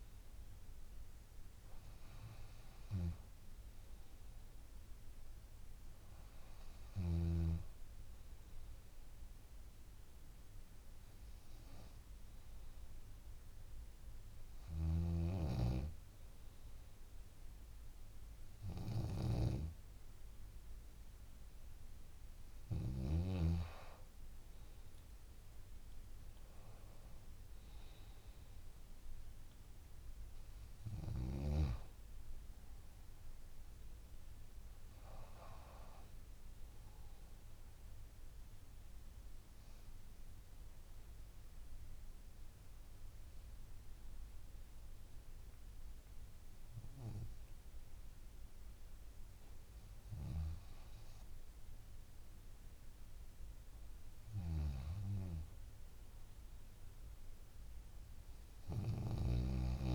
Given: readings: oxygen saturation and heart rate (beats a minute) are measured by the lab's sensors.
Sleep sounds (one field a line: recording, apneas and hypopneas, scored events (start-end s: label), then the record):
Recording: breathing in sleep by a room microphone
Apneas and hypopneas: 1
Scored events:
14.50-23.00 s: snoring (device-marked)
40.00-51.00 s: hypopnea (oxygen 98% before, 97% lowest, heart rate 55 before, 47 extreme, up 5 after)
53.50-57.50 s: arousal
From the record:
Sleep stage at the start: N2 (light sleep)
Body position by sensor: on the back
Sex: female